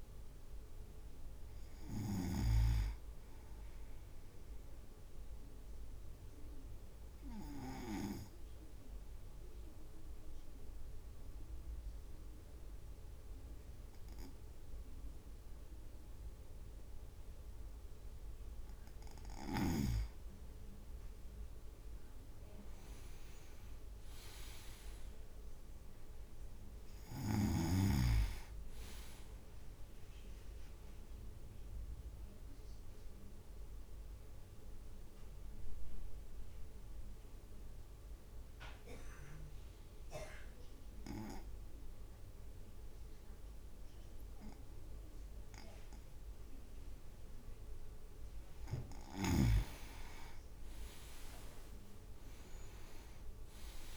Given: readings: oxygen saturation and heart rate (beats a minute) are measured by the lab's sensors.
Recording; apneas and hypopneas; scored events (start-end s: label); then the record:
breathing in sleep by a room microphone; 2
0.00-5.00 s: drop in pulse transit time (device-marked, heart rate 55 extreme)
6.00-19.50 s: obstructive apnea (oxygen 99% before, 96% lowest, heart rate 56 before, 51 extreme, up 5 after)
21.00-22.50 s: leg movement (device-marked)
22.00-34.00 s: drop in pulse transit time (device-marked, heart rate 54 before, 51 extreme)
22.50-26.50 s: arousal
31.50-49.00 s: obstructive apnea (oxygen 98% before, 96% lowest, heart rate 54 before, 51 extreme, up 4 after)
49.50-52.00 s: leg movement (device-marked)
52.00-53.97 s: arousal
52.00-53.97 s: drop in pulse transit time (device-marked, heart rate 54 before, 55 extreme)
From the record:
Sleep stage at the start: N2 (light sleep); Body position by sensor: on the right side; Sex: male